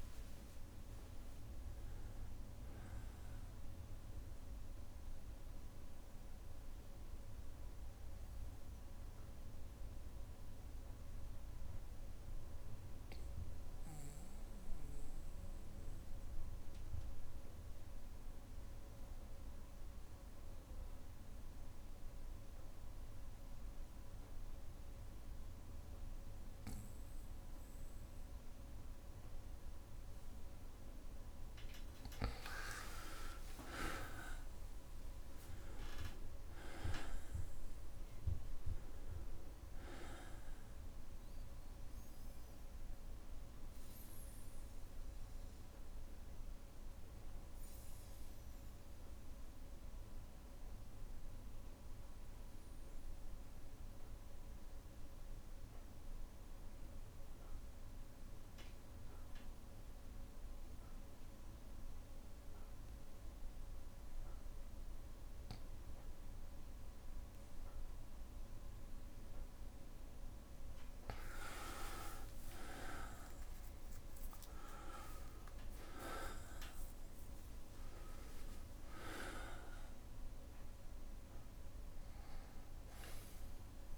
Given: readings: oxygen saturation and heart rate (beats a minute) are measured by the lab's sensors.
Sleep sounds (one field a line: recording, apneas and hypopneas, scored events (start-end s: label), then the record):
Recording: breathing in sleep by a room microphone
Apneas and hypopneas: 2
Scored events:
0.00-12.50 s: oxygen desaturation (device-marked, oxygen 91% lowest, heart rate 61 extreme)
5.00-31.00 s: obstructive apnea (oxygen 99% before, 91% lowest, heart rate 71 before, 59 extreme, up 5 after)
27.50-55.50 s: oxygen desaturation (device-marked, oxygen 100% before, 93% lowest, heart rate 62 before, 59 extreme)
33.00-37.00 s: arousal
43.00-70.00 s: obstructive apnea (oxygen 100% before, 92% lowest, heart rate 63 before, 59 extreme)
68.50-83.98 s: oxygen desaturation (device-marked, oxygen 99% before, 92% lowest, heart rate 61 before, 60 extreme)
70.50-79.50 s: tachycardia (device-marked, heart rate 63 before, 157 extreme)
72.00-76.00 s: arousal
76.50-78.50 s: long interval between heartbeats (device-marked, heart rate 72 before, 152 extreme)
78.50-80.50 s: long interval between heartbeats (device-marked, heart rate 82 before, 134 extreme)
From the record:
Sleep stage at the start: N2 (light sleep)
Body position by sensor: on the back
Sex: male